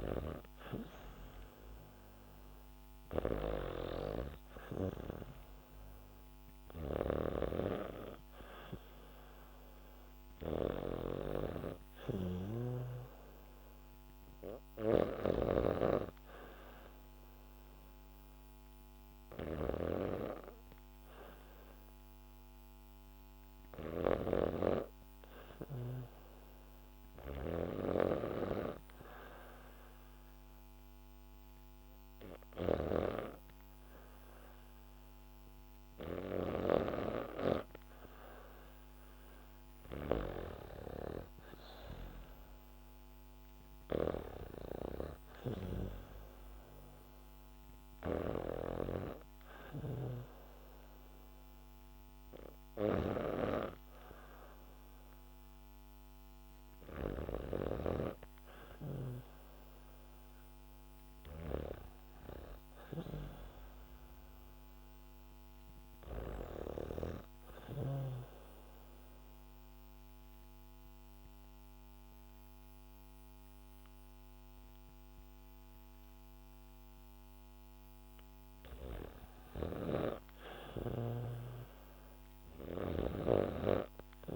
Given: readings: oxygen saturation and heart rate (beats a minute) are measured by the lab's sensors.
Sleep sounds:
breathing in sleep by a microphone on the trachea; 2
0.00-18.00 s: oxygen desaturation (device-marked, oxygen 94% lowest, heart rate 70 extreme)
0.00-57.50 s: snoring (device-marked)
17.00-20.00 s: arousal
22.50-37.50 s: hypopnea (oxygen 98% before, 95% lowest, heart rate 78 before, 72 extreme, up 4 after)
40.50-45.50 s: arousal
67.50-78.00 s: obstructive apnea (oxygen 99% before, 92% lowest, heart rate 74 before, 66 extreme, up 4 after)
79.00-82.50 s: snoring (device-marked)
79.50-83.00 s: arousal
From the record:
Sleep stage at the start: N2 (light sleep); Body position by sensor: on the back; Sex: female

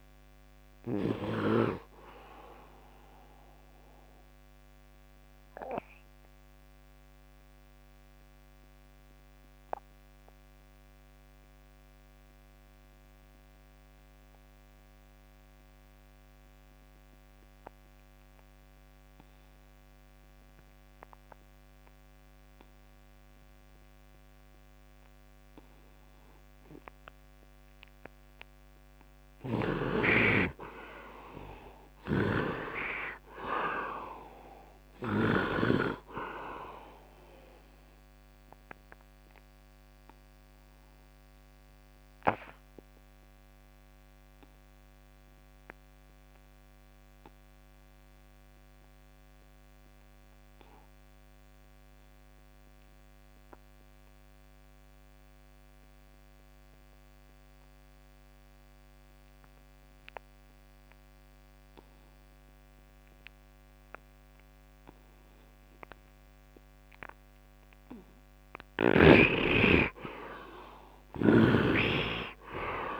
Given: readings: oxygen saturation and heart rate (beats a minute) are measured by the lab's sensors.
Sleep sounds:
breathing in sleep by a microphone on the trachea; 2
0.00-7.50 s: oxygen desaturation (device-marked, oxygen 62% lowest, heart rate 70 extreme)
2.50-28.00 s: obstructive apnea (oxygen 81% before, 62% lowest, heart rate 78 before, 66 extreme, up 10 after)
24.50-55.50 s: oxygen desaturation (device-marked, oxygen 100% before, 71% lowest, heart rate 75 before, 66 extreme)
29.00-35.50 s: snoring (device-marked)
30.00-34.50 s: arousal
38.00-68.00 s: obstructive apnea (oxygen 100% before, 70% lowest, heart rate 78 before, 66 extreme, up 13 after)
57.50-73.00 s: oxygen desaturation (device-marked, oxygen 100% before, 70% lowest, heart rate 72 before, 69 extreme)
69.50-73.00 s: arousal
From the record:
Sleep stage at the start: N2 (light sleep); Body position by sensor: on the right side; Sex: male

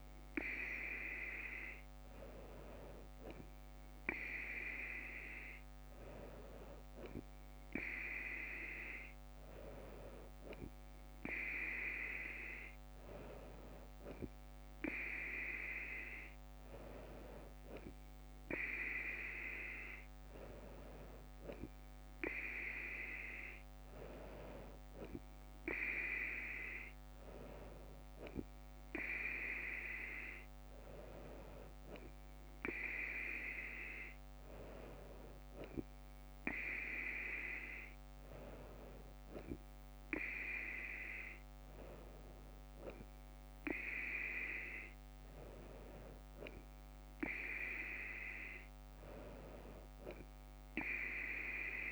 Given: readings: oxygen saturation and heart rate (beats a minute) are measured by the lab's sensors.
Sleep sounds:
breathing in sleep by a microphone on the trachea; none
none scored
From the record:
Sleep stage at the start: N2 (light sleep); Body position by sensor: on the front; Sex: female

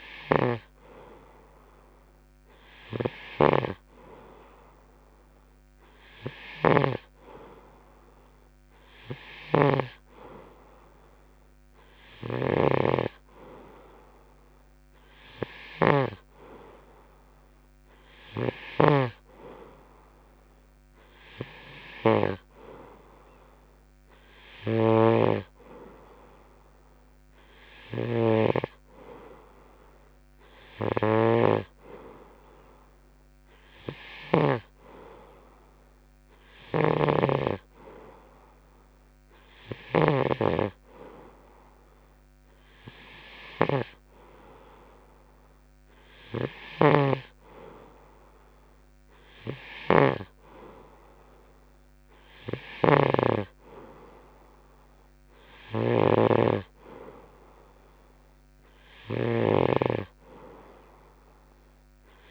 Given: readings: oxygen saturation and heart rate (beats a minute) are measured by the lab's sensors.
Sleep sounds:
breathing in sleep by a microphone on the trachea; none
0.00-7.50 s: snoring (device-marked)
9.50-35.00 s: snoring (device-marked)
37.00-40.50 s: snoring (device-marked)
47.00-62.31 s: snoring (device-marked)
From the record:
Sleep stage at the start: N2 (light sleep); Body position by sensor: on the right side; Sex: male

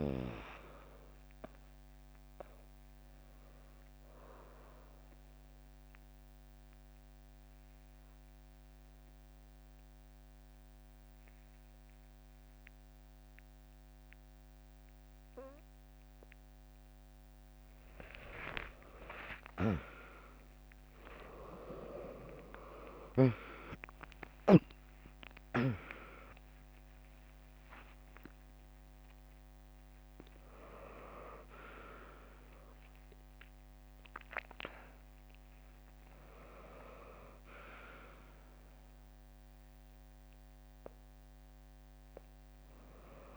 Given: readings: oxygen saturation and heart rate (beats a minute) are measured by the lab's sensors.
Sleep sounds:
a person awake in a sleep study, by a microphone on the trachea; 1
0.00-5.50 s: drop in pulse transit time (device-marked, heart rate 64 extreme)
0.00-17.50 s: oxygen desaturation (device-marked, oxygen 95% lowest, heart rate 74 extreme)
4.50-17.50 s: obstructive apnea (oxygen 100% before, 95% lowest, heart rate 71 before, 80 extreme, up 17 after)
8.50-43.37 s: new sleep stage, awake
23.50-30.50 s: tachycardia (device-marked, heart rate 71 before, 128 extreme)
24.00-26.00 s: long interval between heartbeats (device-marked, heart rate 81 before, 92 extreme)
24.50-36.50 s: drop in pulse transit time (device-marked, heart rate 82 before, 90 extreme)
28.00-30.00 s: long interval between heartbeats (device-marked, heart rate 84 before, 128 extreme)
40.50-43.37 s: tachycardia (device-marked, heart rate 72 before, 115 extreme)
From the record:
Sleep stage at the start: N2 (light sleep); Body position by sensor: on the back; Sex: female

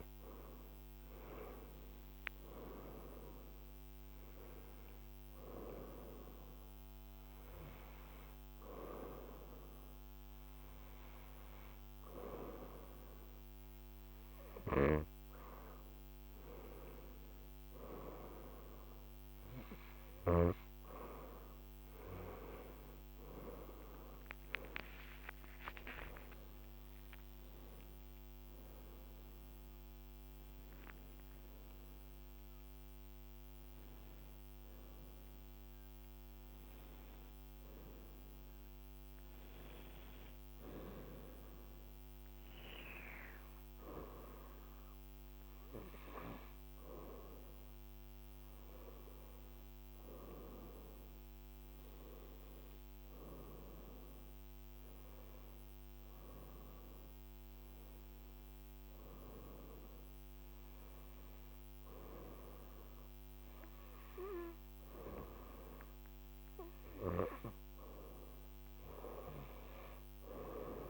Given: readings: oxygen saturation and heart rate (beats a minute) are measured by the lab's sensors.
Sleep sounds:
breathing in sleep by a microphone on the trachea; none
26.00-32.50 s: arousal
From the record:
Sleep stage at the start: N2 (light sleep); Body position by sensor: on the right side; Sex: female

